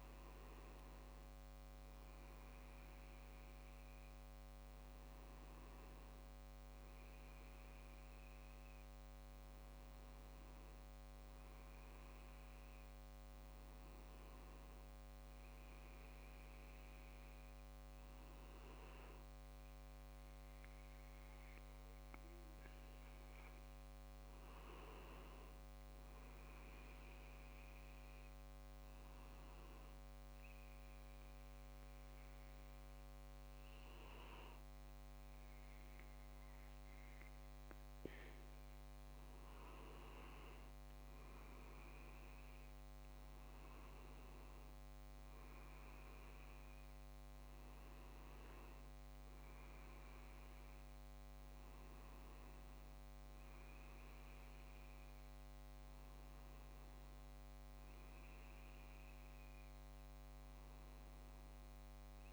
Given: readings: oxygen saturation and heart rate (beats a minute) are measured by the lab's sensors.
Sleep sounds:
breathing in sleep, hard to hear, by a microphone on the trachea; 1
0.00-20.50 s: oxygen desaturation (device-marked, oxygen 93% lowest)
29.00-40.00 s: hypopnea (oxygen 96% before, 95% lowest)
38.00-42.00 s: leg movement (device-marked)
42.00-46.00 s: arousal
From the record:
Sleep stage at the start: N2 (light sleep); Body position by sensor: on the back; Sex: male

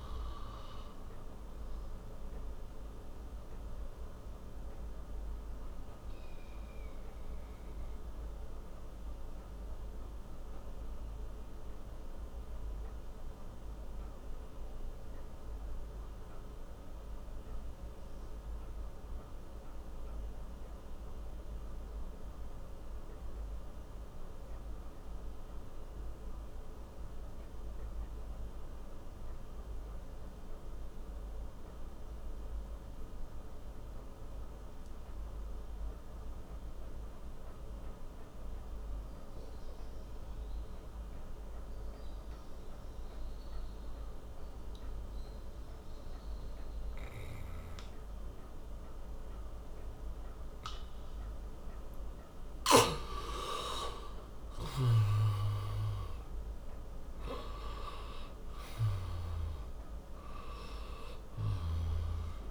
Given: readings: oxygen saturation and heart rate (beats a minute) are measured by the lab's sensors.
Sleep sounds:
breathing in sleep by a room microphone; 1
0.00-20.50 s: oxygen desaturation (device-marked, oxygen 85% lowest)
1.00-50.50 s: obstructive apnea (oxygen 97% before, 82% lowest)
45.50-62.50 s: oxygen desaturation (device-marked, oxygen 96% before, 93% lowest)
54.00-59.50 s: arousal
From the record:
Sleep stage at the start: N2 (light sleep); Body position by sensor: on the back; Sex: male

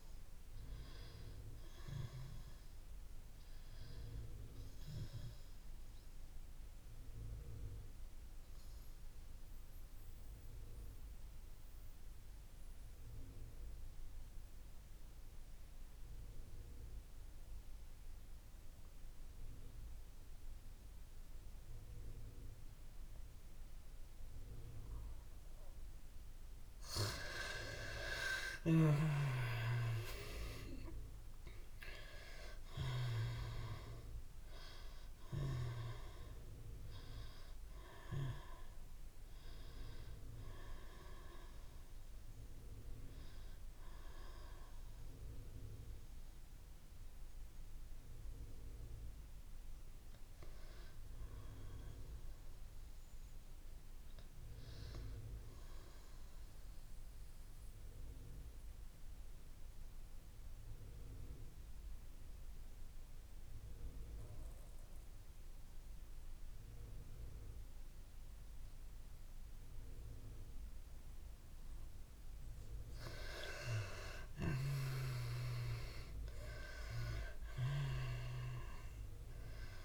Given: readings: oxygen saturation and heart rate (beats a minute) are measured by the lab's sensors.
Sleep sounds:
breathing in sleep by a room microphone; 2
2.50-27.00 s: mixed apnea (oxygen 98% before, 78% lowest)
14.00-55.00 s: oxygen desaturation (device-marked, oxygen 97% before, 78% lowest)
29.50-33.00 s: arousal
53.50-72.00 s: mixed apnea (oxygen 92% before, 81% lowest)
72.00-79.84 s: oxygen desaturation (device-marked, oxygen 98% before, 81% lowest)
74.00-76.50 s: arousal
From the record:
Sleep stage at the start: N2 (light sleep); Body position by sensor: on the back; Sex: female

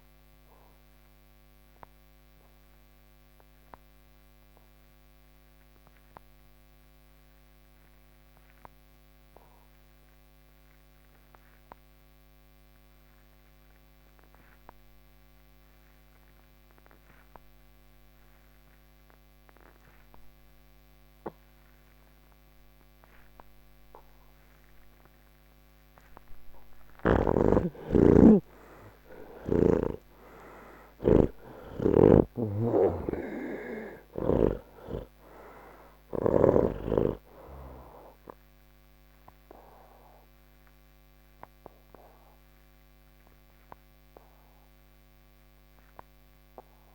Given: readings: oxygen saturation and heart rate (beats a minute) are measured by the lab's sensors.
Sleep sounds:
breathing in sleep by a microphone on the trachea; none
0.00-13.00 s: oxygen desaturation (device-marked, oxygen 71% lowest)
18.00-46.95 s: oxygen desaturation (device-marked, oxygen 97% before, 75% lowest, heart rate 124 before, 40 extreme)
From the record:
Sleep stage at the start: N1 (lightest sleep); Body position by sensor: on the back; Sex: male

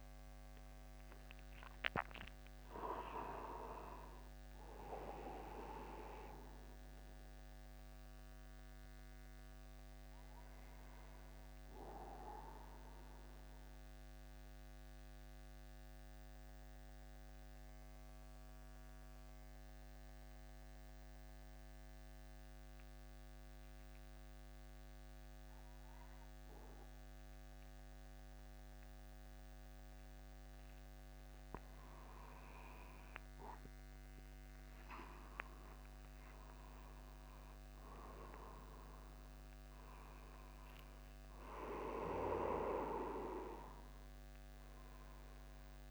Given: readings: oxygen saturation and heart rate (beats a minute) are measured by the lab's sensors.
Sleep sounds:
breathing in sleep by a microphone on the trachea; 1
0.00-2.00 s: arousal
13.00-31.50 s: mixed apnea (oxygen 98% before, 95% lowest, heart rate 50 before, 49 extreme, up 1 after)
35.00-38.50 s: arousal
From the record:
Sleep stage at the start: N1 (lightest sleep); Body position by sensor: upright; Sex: male

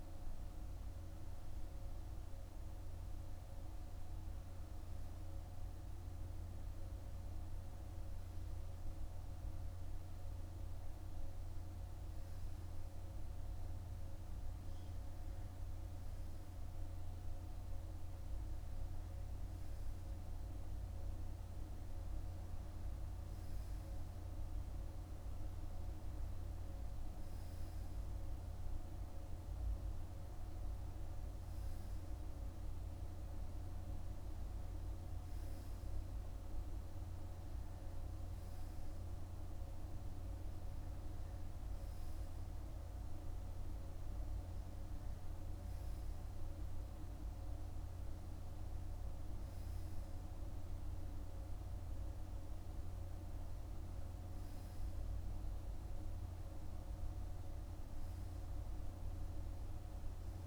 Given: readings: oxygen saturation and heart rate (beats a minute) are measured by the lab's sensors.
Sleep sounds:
breathing in sleep, hard to hear, by a room microphone; none
43.00-60.47 s: new sleep stage, N2 (light sleep)
From the record:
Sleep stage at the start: REM sleep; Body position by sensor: on the right side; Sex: male

